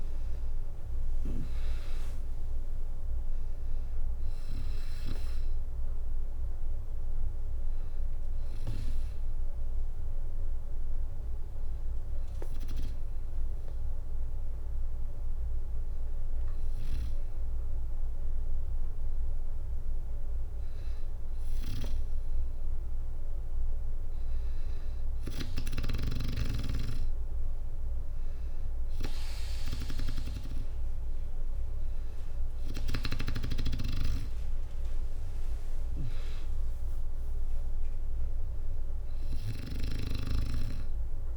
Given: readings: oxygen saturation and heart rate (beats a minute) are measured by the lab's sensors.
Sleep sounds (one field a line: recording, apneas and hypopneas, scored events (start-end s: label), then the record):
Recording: breathing in sleep by a room microphone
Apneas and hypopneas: 1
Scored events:
0.00-2.50 s: arousal
0.00-14.00 s: drop in pulse transit time (device-marked, heart rate 61 before, 61 extreme)
9.50-20.50 s: hypopnea (oxygen 97% before, 94% lowest, heart rate 64 before, 59 extreme, up 3 after)
15.00-20.00 s: bradycardia (device-marked, heart rate 64 before, 59 extreme)
30.00-39.00 s: oxygen desaturation (device-marked, oxygen 97% before, 94% lowest, heart rate 60 before, 60 extreme)
30.50-34.00 s: arousal
36.00-41.37 s: drop in pulse transit time (device-marked, heart rate 61 before, 60 extreme)
From the record:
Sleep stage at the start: N2 (light sleep)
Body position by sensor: on the back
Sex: female